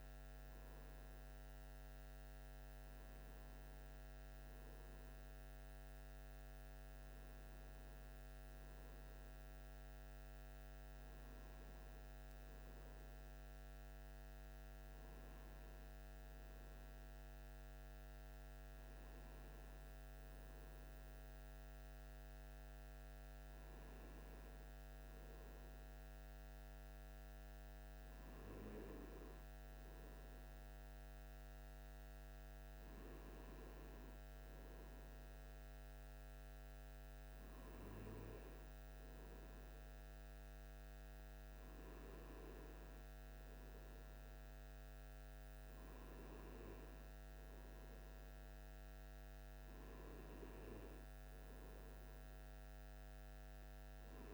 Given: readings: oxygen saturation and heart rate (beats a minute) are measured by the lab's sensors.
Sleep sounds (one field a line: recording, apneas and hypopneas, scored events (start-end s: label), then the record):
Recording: breathing in sleep, hard to hear, by a microphone on the trachea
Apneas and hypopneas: none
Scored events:
none scored
From the record:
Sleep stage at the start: N1 (lightest sleep)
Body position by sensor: on the right side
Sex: male